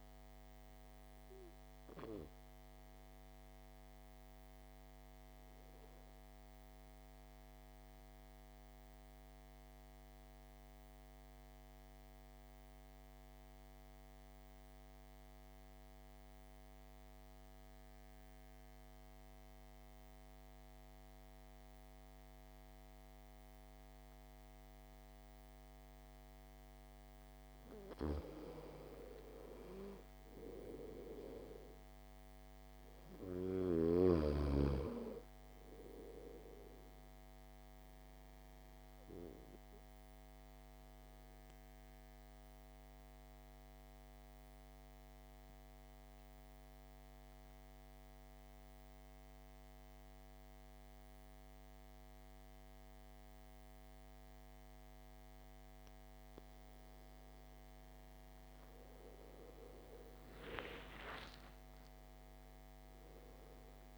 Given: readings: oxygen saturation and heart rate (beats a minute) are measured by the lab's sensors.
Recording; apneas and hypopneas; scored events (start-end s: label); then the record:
breathing in sleep by a microphone on the trachea; 2
0.00-22.00 s: oxygen desaturation (device-marked, oxygen 83% lowest, heart rate 52 extreme)
7.00-26.50 s: central apnea (oxygen 100% before, 83% lowest, heart rate 61 before, 52 extreme, up 14 after)
29.50-32.50 s: arousal
33.00-58.00 s: oxygen desaturation (device-marked, oxygen 99% before, 88% lowest, heart rate 54 before, 50 extreme)
38.00-59.50 s: central apnea (oxygen 99% before, 86% lowest, heart rate 57 before, 50 extreme, up 14 after)
60.50-63.98 s: arousal
From the record:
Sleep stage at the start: N2 (light sleep); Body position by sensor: on the back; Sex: male